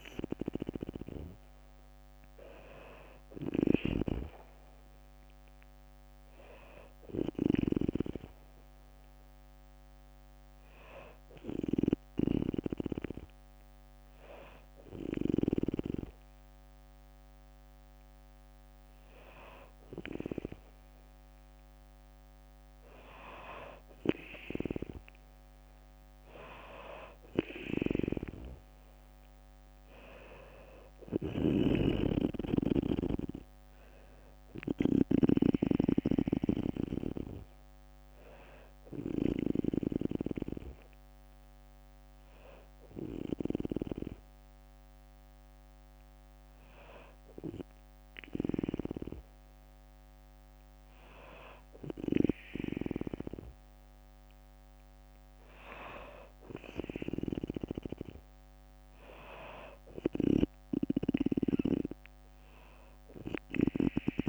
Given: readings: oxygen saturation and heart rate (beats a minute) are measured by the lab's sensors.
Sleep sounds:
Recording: breathing in sleep by a microphone on the trachea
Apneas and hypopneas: 1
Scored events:
1.00-4.50 s: arousal
2.50-7.00 s: snoring (device-marked)
3.00-14.00 s: drop in pulse transit time (device-marked, heart rate 62 before, 61 extreme)
28.00-39.00 s: drop in pulse transit time (device-marked, heart rate 62 before, 62 extreme)
30.50-38.50 s: snoring (device-marked)
31.00-34.00 s: arousal
37.00-48.50 s: hypopnea (oxygen 96% before, 94% lowest, heart rate 63 before, 58 extreme, up 4 after)
40.00-48.00 s: bradycardia (device-marked, heart rate 62 before, 59 extreme)
50.00-53.00 s: arousal
59.00-63.00 s: snoring (device-marked)
From the record:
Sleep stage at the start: N2 (light sleep)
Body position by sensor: on the back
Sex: female

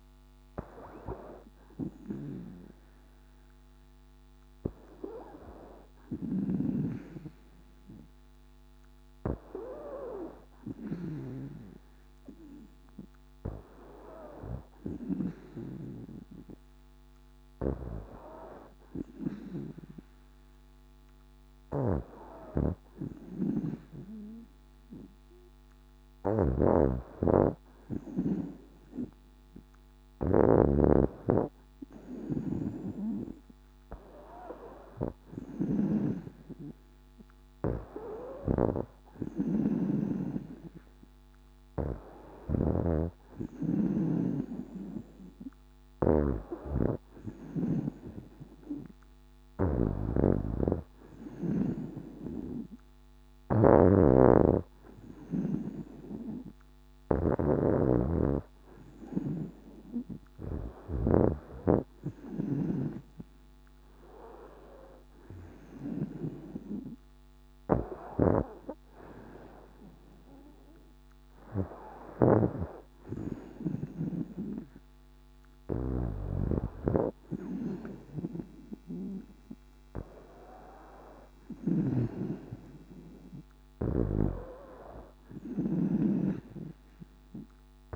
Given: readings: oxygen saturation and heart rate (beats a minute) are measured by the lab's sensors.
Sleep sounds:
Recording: breathing in sleep by a microphone on the trachea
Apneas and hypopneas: none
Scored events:
6.00-15.00 s: snoring (device-marked)
22.00-61.00 s: snoring (device-marked)
67.50-81.50 s: snoring (device-marked)
83.50-87.96 s: snoring (device-marked)
From the record:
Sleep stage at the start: N2 (light sleep)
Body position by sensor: on the back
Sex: female

